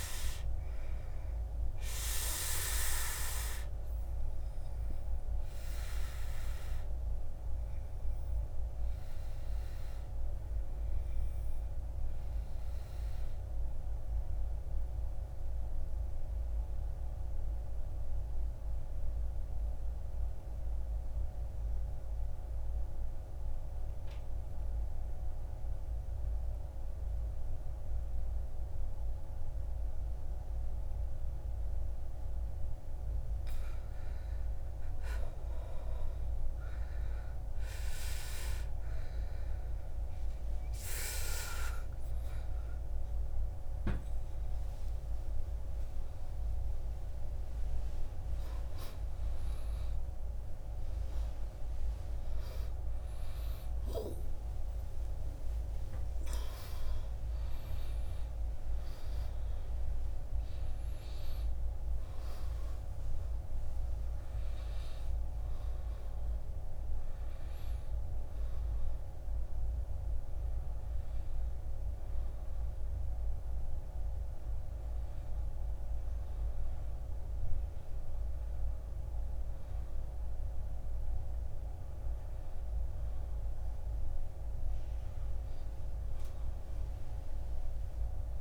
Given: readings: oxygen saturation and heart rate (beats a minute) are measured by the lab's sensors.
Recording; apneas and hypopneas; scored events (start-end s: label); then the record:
a person partly awake in a sleep study, by a room microphone; 1
0.00-3.00 s: oxygen desaturation (device-marked, oxygen 95% lowest, heart rate 52 extreme)
3.00-31.50 s: obstructive apnea (oxygen 99% before, 83% lowest, heart rate 58 before, 52 extreme, up 14 after)
9.00-22.00 s: oxygen desaturation (device-marked, oxygen 96% before, 90% lowest, heart rate 61 before, 52 extreme)
34.00-77.00 s: oxygen desaturation (device-marked, oxygen 98% before, 83% lowest, heart rate 56 before, 57 extreme)
48.00-88.41 s: new sleep stage, awake
From the record:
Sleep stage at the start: N2 (light sleep); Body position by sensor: on the back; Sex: male